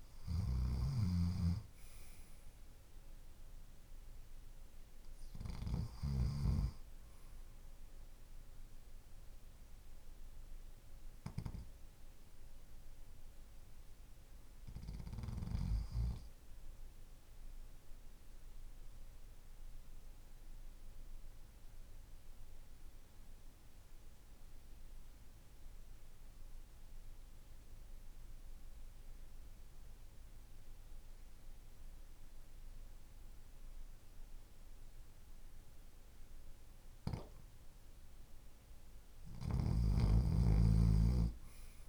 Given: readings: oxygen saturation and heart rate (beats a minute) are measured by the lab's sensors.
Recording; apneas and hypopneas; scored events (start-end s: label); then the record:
breathing in sleep by a room microphone; 1
0.00-6.00 s: snoring (device-marked)
0.00-16.50 s: oxygen desaturation (device-marked, oxygen 91% lowest, heart rate 49 extreme)
16.50-37.50 s: obstructive apnea (oxygen 96% before, 90% lowest, heart rate 53 before, 49 extreme, up 3 after)
39.00-41.89 s: snoring (device-marked)
From the record:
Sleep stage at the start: REM sleep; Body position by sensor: on the left side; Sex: male